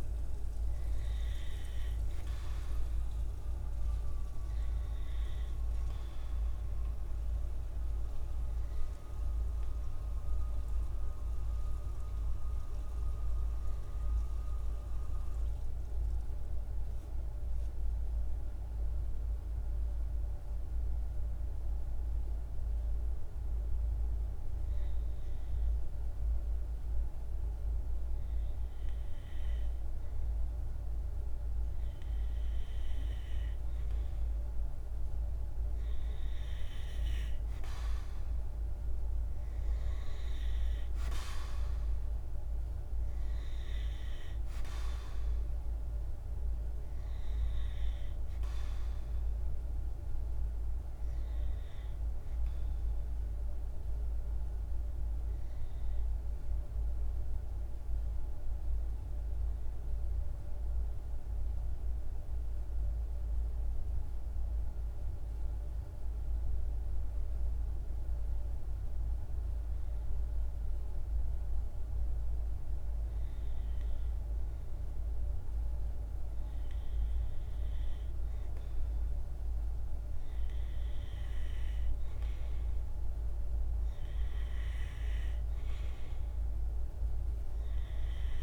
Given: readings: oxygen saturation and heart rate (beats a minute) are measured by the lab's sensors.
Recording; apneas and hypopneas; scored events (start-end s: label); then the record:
breathing in sleep, hard to hear, by a room microphone; 2
0.00-12.00 s: oxygen desaturation (device-marked, oxygen 92% lowest, heart rate 52 extreme)
12.50-26.50 s: mixed apnea (oxygen 97% before, 92% lowest, heart rate 53 before, 53 extreme, up 2 after)
28.50-32.00 s: arousal
32.00-56.00 s: oxygen desaturation (device-marked, oxygen 98% before, 92% lowest, heart rate 54 before, 52 extreme)
56.50-69.00 s: hypopnea (oxygen 97% before, 93% lowest, heart rate 53 before, 53 extreme, up 0 after)
69.00-73.50 s: arousal
76.00-88.43 s: oxygen desaturation (device-marked, oxygen 98% before, 93% lowest, heart rate 53 before, 52 extreme)
From the record:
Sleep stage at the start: N2 (light sleep); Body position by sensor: on the right side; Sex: male